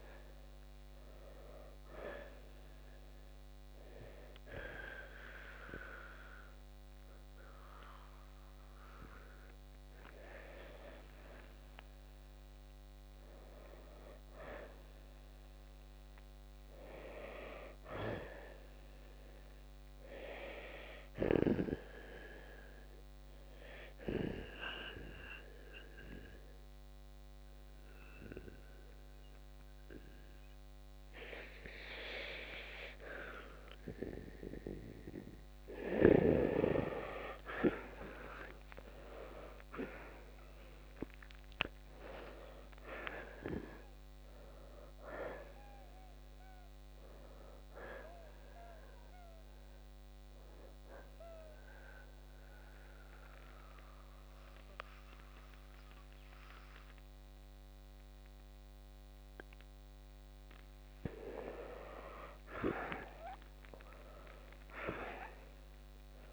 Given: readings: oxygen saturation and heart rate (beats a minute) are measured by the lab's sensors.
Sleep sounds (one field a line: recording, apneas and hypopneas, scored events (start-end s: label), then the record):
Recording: breathing in sleep by a microphone on the trachea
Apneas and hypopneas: 3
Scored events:
0.00-3.00 s: oxygen desaturation (device-marked, oxygen 86% lowest, heart rate 59 extreme)
2.50-12.50 s: hypopnea (oxygen 94% before, 83% lowest, heart rate 64 before, 58 extreme, up 4 after)
9.00-20.00 s: oxygen desaturation (device-marked, oxygen 95% before, 88% lowest, heart rate 64 before, 58 extreme)
19.50-23.00 s: arousal
24.50-35.50 s: mixed apnea (oxygen 95% before, 83% lowest, heart rate 63 before, 57 extreme, up 12 after)
27.00-40.00 s: oxygen desaturation (device-marked, oxygen 94% before, 90% lowest, heart rate 63 before, 57 extreme)
38.00-42.50 s: arousal
49.00-60.00 s: obstructive apnea (oxygen 94% before, 83% lowest, heart rate 66 before, 53 extreme, up 21 after)
51.00-66.33 s: oxygen desaturation (device-marked, oxygen 92% before, 83% lowest, heart rate 67 before, 51 extreme)
63.50-66.33 s: arousal
From the record:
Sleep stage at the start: N2 (light sleep)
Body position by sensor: on the back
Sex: male